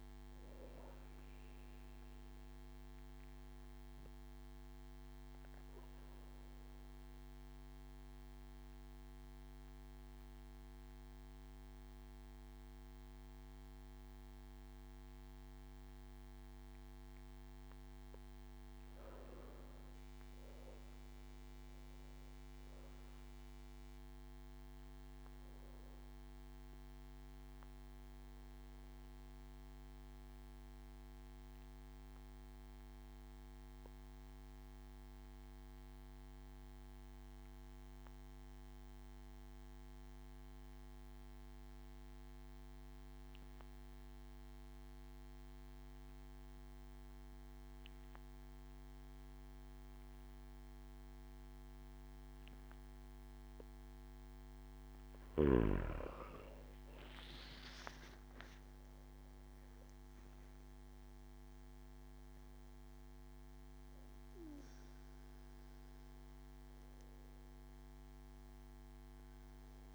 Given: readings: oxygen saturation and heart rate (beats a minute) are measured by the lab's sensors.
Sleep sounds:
breathing in sleep, hard to hear, by a microphone on the trachea; 2
0.00-12.50 s: oxygen desaturation (device-marked, oxygen 93% lowest)
6.00-17.50 s: obstructive apnea (oxygen 98% before, 92% lowest)
20.00-23.50 s: arousal
27.00-53.50 s: obstructive apnea (oxygen 98% before, 92% lowest)
44.50-69.95 s: oxygen desaturation (device-marked, oxygen 97% before, 92% lowest)
57.00-60.00 s: arousal
From the record:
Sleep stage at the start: N2 (light sleep); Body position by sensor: on the back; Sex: male

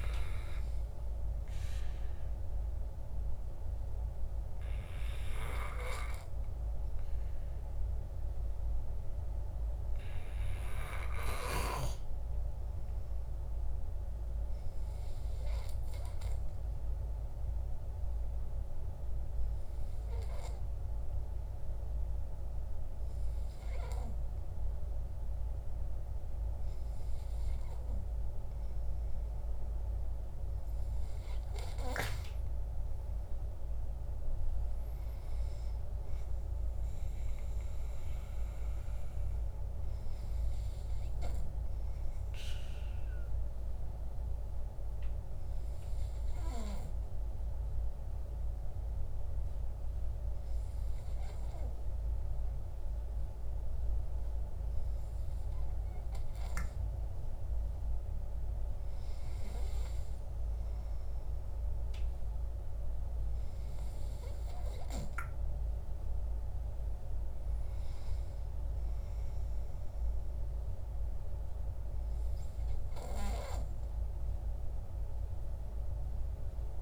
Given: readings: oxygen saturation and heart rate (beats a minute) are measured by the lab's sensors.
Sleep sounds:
breathing in sleep by a room microphone; 2
17.00-29.50 s: hypopnea (oxygen 97% before, 94% lowest, heart rate 58 before, 48 extreme, up 19 after)
32.00-35.50 s: arousal
43.50-55.00 s: hypopnea (oxygen 96% before, 94% lowest, heart rate 59 before, 53 extreme, up 8 after)
57.00-61.50 s: arousal
From the record:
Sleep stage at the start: N2 (light sleep); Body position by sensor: on the back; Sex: male

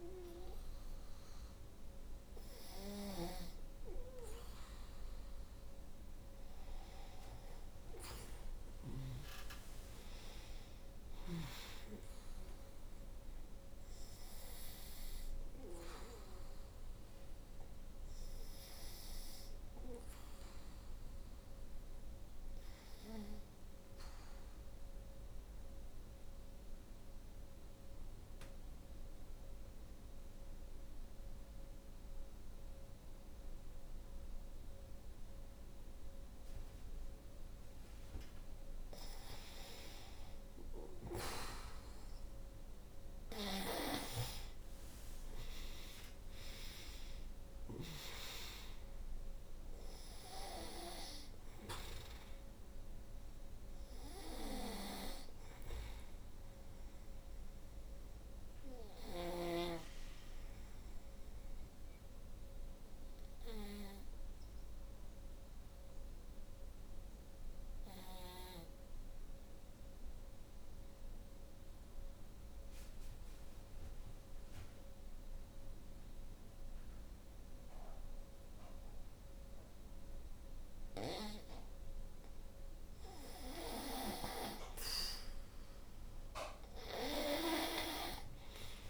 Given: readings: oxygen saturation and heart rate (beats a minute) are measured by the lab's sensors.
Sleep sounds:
breathing in sleep by a room microphone; 2
0.00-3.00 s: arousal
2.00-8.00 s: snoring (device-marked)
16.50-35.50 s: oxygen desaturation (device-marked, oxygen 96% before, 91% lowest, heart rate 60 before, 52 extreme)
21.00-36.00 s: obstructive apnea (oxygen 97% before, 85% lowest, heart rate 59 before, 52 extreme, up 7 after)
39.50-42.50 s: arousal
47.50-74.50 s: oxygen desaturation (device-marked, oxygen 94% before, 85% lowest, heart rate 63 before, 52 extreme)
56.50-81.00 s: obstructive apnea (oxygen 94% before, 81% lowest, heart rate 62 before, 52 extreme, up 8 after)
87.50-88.90 s: oxygen desaturation (device-marked, oxygen 96% before, 81% lowest, heart rate 60 before, 50 extreme)
From the record:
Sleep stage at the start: N2 (light sleep); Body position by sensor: on the back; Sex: female

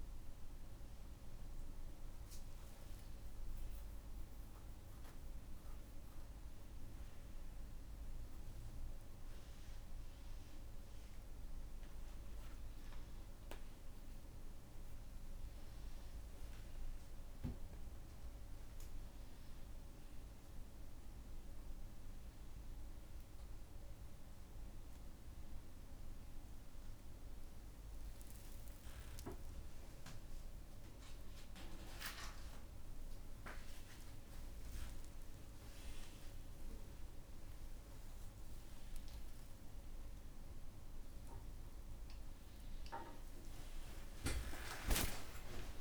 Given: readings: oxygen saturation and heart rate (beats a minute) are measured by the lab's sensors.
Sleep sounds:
a person awake in a sleep study, by a room microphone; none
27.00-41.00 s: tachycardia (device-marked, heart rate 74 before, 139 extreme)
30.00-32.00 s: long interval between heartbeats (device-marked, heart rate 70 before, 106 extreme)
33.50-35.50 s: long interval between heartbeats (device-marked, heart rate 77 before, 137 extreme)
36.50-38.50 s: long interval between heartbeats (device-marked, heart rate 87 before, 127 extreme)
From the record:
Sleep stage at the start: awake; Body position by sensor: upright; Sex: male

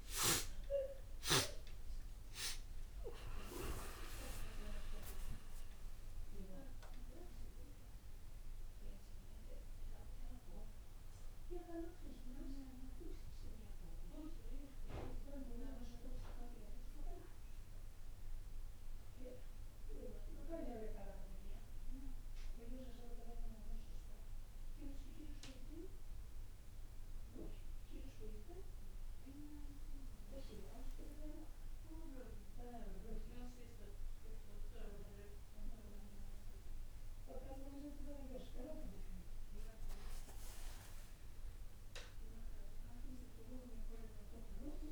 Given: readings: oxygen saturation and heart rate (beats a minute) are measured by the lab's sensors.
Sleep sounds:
breathing in sleep by a room microphone; none
1.50-5.50 s: arousal
16.50-44.92 s: new sleep stage, N2 (light sleep)
From the record:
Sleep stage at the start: N1 (lightest sleep); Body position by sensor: on the back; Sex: male

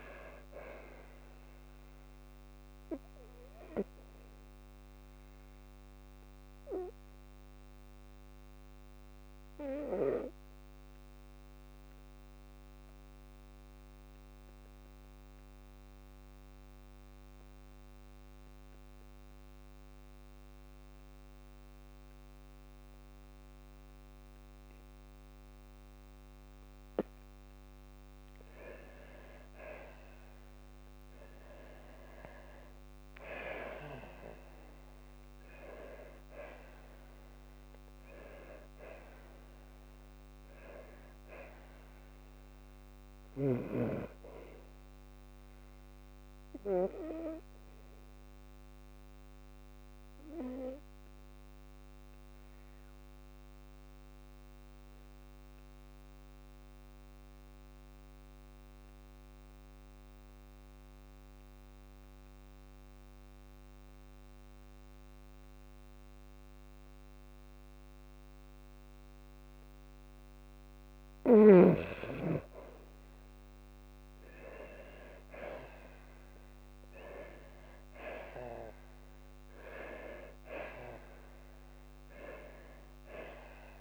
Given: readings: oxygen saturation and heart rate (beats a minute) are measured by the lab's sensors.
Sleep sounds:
breathing in sleep by a microphone on the trachea; 2
6.00-27.50 s: obstructive apnea (oxygen 98% before, 93% lowest, heart rate 59 before, 53 extreme, up 9 after)
15.00-27.00 s: oxygen desaturation (device-marked, oxygen 97% before, 93% lowest, heart rate 56 before, 54 extreme)
29.50-32.00 s: arousal
48.00-69.50 s: obstructive apnea (oxygen 98% before, 92% lowest, heart rate 60 before, 53 extreme, up 5 after)
62.00-72.00 s: oxygen desaturation (device-marked, oxygen 98% before, 93% lowest, heart rate 55 before, 55 extreme)
75.00-79.00 s: arousal
From the record:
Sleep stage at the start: N2 (light sleep); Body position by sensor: on the back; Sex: female

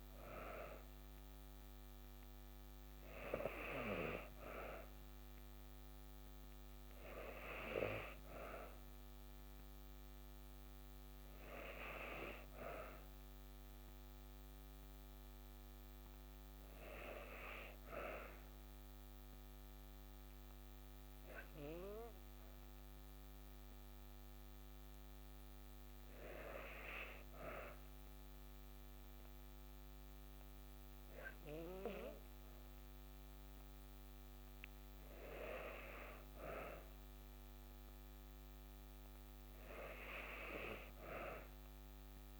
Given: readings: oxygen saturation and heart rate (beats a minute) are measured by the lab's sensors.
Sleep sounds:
breathing in sleep by a microphone on the trachea; 1
21.00-33.50 s: hypopnea (oxygen 96% before, 94% lowest, heart rate 56 before, 55 extreme, up 1 after)
36.50-41.50 s: arousal
From the record:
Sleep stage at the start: N2 (light sleep); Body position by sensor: on the back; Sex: female

